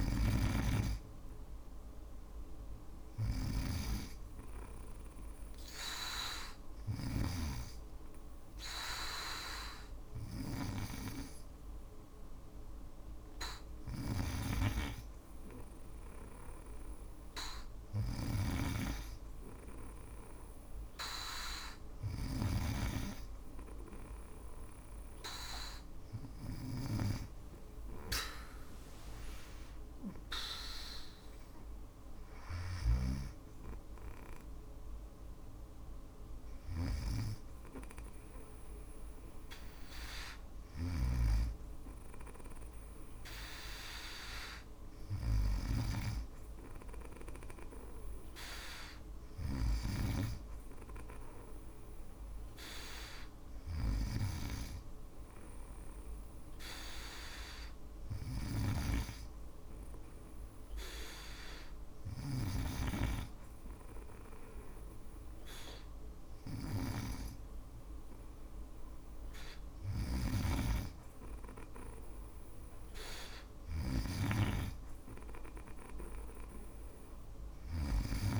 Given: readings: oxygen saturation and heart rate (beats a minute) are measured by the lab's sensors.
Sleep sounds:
breathing in sleep by a room microphone; none
0.00-32.00 s: snoring (device-marked)
40.00-61.50 s: snoring (device-marked)
69.00-78.40 s: snoring (device-marked)
From the record:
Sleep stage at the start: N2 (light sleep); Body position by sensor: on the back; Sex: female

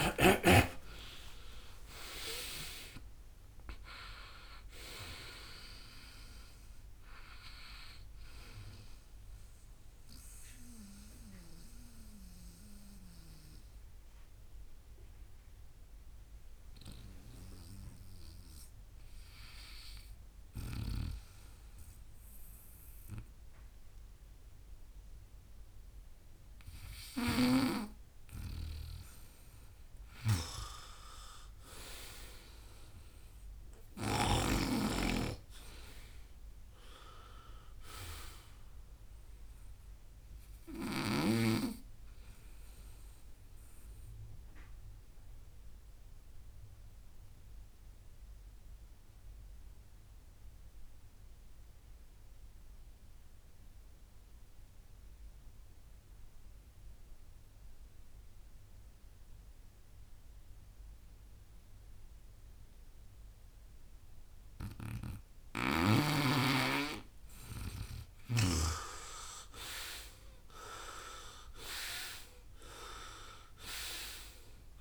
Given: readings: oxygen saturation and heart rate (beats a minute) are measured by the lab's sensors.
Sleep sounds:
breathing in sleep by a room microphone; 2
0.00-24.50 s: oxygen desaturation (device-marked, oxygen 84% lowest, heart rate 60 extreme)
9.00-11.00 s: long interval between heartbeats (device-marked, heart rate 78 before, 80 extreme)
9.50-28.00 s: hypopnea (oxygen 95% before, 84% lowest, heart rate 79 before, 58 extreme, up 8 after)
30.00-34.00 s: arousal
44.00-67.00 s: mixed apnea (oxygen 99% before, 90% lowest, heart rate 66 before, 56 extreme, up 16 after)
65.50-69.00 s: snoring (device-marked)
67.50-74.81 s: oxygen desaturation (device-marked, oxygen 97% before, 90% lowest, heart rate 62 before, 56 extreme)
69.50-73.00 s: arousal
From the record:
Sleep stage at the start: N2 (light sleep); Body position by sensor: on the right side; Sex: male

